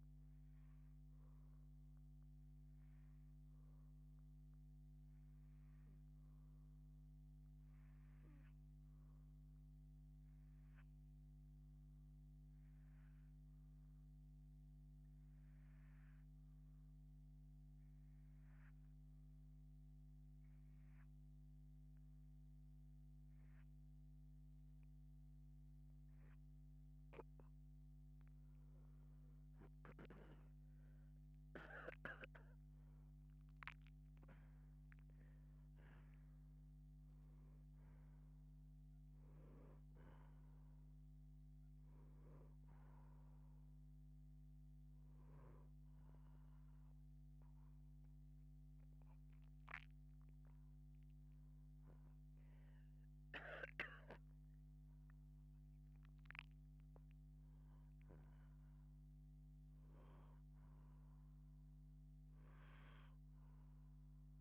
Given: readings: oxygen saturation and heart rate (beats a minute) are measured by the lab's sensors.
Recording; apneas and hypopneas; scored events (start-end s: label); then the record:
breathing in sleep by a microphone on the trachea; 1
2.00-26.00 s: hypopnea (oxygen 90% before, 78% lowest, heart rate 128 before, 52 extreme)
23.00-56.00 s: oxygen desaturation (device-marked, oxygen 88% before, 78% lowest)
28.00-32.50 s: arousal
53.50-59.00 s: arousal
From the record:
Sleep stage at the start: N2 (light sleep); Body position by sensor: on the left side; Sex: female